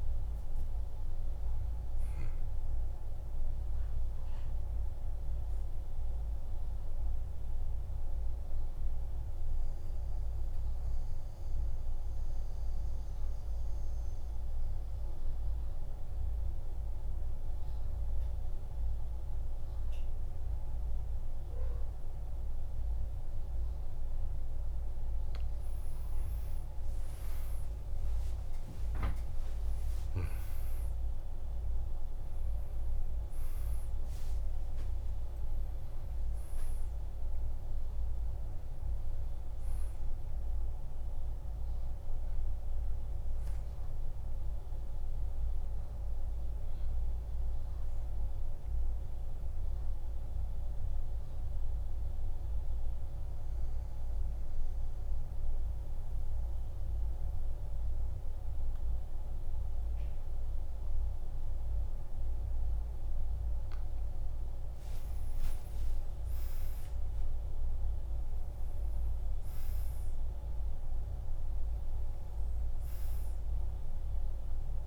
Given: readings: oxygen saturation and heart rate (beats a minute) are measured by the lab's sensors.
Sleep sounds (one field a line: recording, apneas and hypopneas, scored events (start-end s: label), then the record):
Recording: breathing in sleep, hard to hear, by a room microphone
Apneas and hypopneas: 2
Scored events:
0.00-13.00 s: oxygen desaturation (device-marked, oxygen 89% lowest, heart rate 48 extreme)
7.50-25.50 s: mixed apnea (oxygen 98% before, 90% lowest, heart rate 78 before, 48 extreme, up 16 after)
27.00-31.00 s: arousal
28.00-55.00 s: oxygen desaturation (device-marked, oxygen 99% before, 93% lowest, heart rate 50 before, 49 extreme)
49.50-65.00 s: mixed apnea (oxygen 99% before, 89% lowest, heart rate 60 before, 49 extreme, up 11 after)
65.00-69.00 s: arousal
69.00-74.86 s: oxygen desaturation (device-marked, oxygen 99% before, 94% lowest, heart rate 51 before, 49 extreme)
From the record:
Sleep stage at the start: N2 (light sleep)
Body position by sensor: on the back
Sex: male